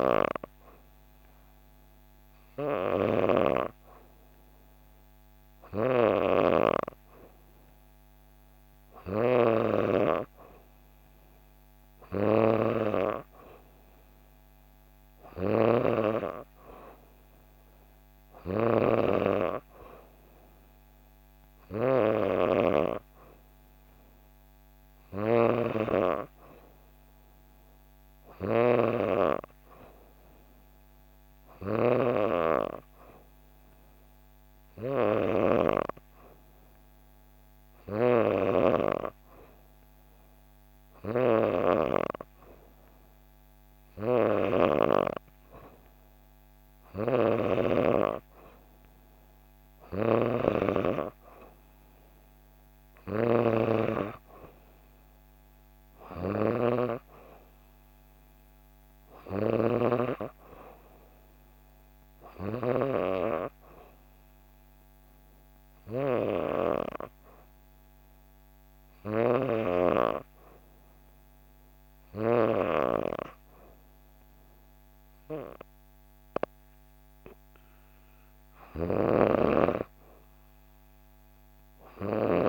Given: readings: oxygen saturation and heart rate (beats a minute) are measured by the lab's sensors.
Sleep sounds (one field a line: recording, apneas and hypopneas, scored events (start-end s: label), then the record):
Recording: breathing in sleep by a microphone on the trachea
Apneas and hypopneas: 2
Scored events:
2.50-9.00 s: snoring (device-marked)
24.50-31.50 s: snoring (device-marked)
26.50-29.50 s: arousal
33.00-46.00 s: hypopnea (oxygen 94% before, 92% lowest, heart rate 66 before, 66 extreme, up 0 after)
41.00-53.00 s: snoring (device-marked)
47.50-51.00 s: arousal
65.00-77.50 s: hypopnea (oxygen 94% before, 92% lowest, heart rate 67 before, 65 extreme, up 1 after)
78.50-82.49 s: snoring (device-marked)
80.00-82.49 s: arousal
From the record:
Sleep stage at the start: N3 (deep sleep)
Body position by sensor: on the back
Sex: female